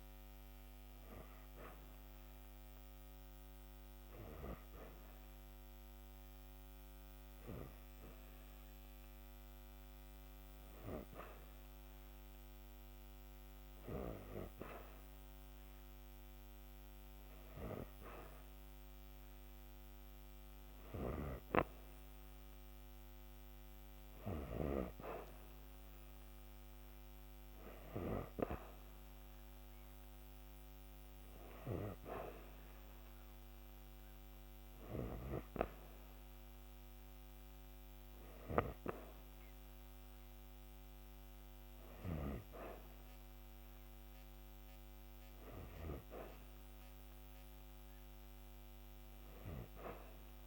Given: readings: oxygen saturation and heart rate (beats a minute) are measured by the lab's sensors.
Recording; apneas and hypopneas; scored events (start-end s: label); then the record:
breathing in sleep by a microphone on the trachea; none
none scored
From the record:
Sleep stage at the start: N3 (deep sleep); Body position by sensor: on the back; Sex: female